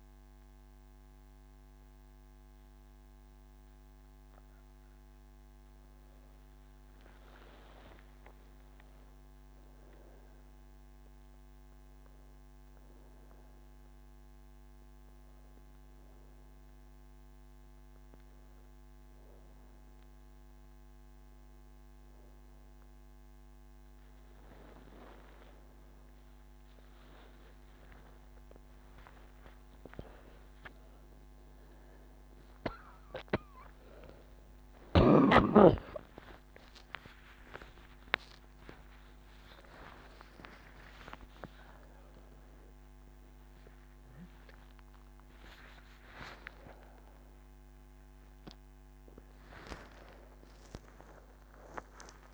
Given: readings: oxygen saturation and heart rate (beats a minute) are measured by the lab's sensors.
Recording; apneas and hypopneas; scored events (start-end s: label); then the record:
breathing in sleep by a microphone on the trachea; none
none scored
From the record:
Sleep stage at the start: N3 (deep sleep); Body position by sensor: on the back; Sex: female